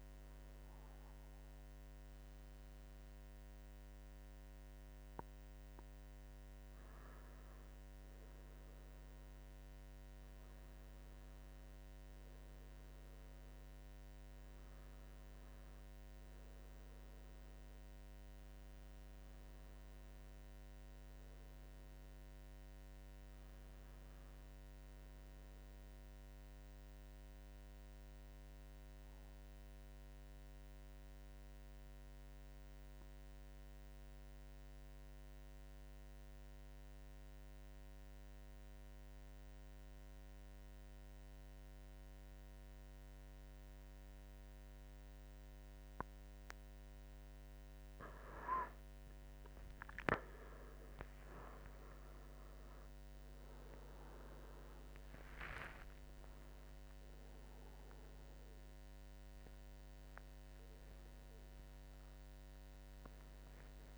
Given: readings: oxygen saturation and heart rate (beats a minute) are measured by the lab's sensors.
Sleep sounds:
breathing in sleep, hard to hear, by a microphone on the trachea; 1
21.50-24.50 s: arousal
27.50-48.00 s: central apnea (oxygen 96% before, 87% lowest, heart rate 86 before, 80 extreme, up 12 after)
47.50-63.97 s: oxygen desaturation (device-marked, oxygen 96% before, 87% lowest, heart rate 82 before, 83 extreme)
50.00-54.50 s: arousal
From the record:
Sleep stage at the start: N2 (light sleep); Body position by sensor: on the right side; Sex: male

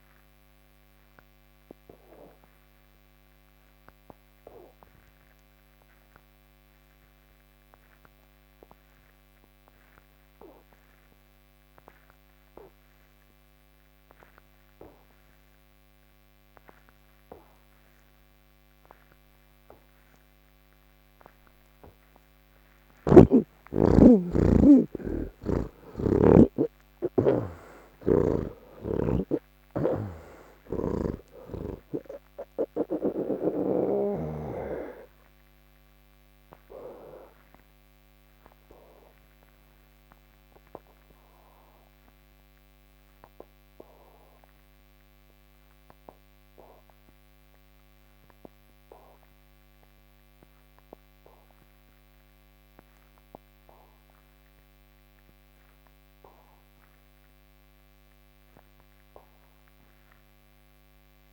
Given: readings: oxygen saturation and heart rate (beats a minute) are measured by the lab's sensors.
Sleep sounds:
breathing in sleep by a microphone on the trachea; none
0.00-17.00 s: oxygen desaturation (device-marked, oxygen 79% lowest)
22.00-35.00 s: oxygen desaturation (device-marked, oxygen 92% before, 85% lowest, heart rate 118 before, 58 extreme)
27.50-34.00 s: snoring (device-marked)
41.00-56.00 s: oxygen desaturation (device-marked, oxygen 88% before, 83% lowest, heart rate 132 before, 38 extreme)
From the record:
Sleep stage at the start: N2 (light sleep); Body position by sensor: on the back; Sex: male

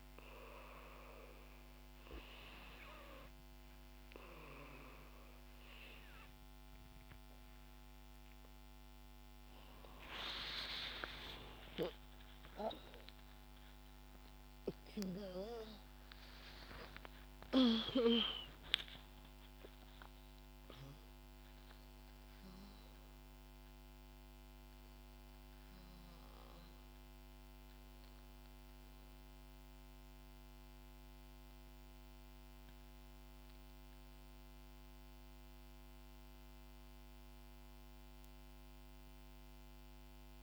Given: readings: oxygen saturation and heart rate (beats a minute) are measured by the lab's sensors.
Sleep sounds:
a person awake in a sleep study, by a microphone on the trachea; none
16.00-40.43 s: new sleep stage, awake
From the record:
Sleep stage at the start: N2 (light sleep); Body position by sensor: on the back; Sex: female

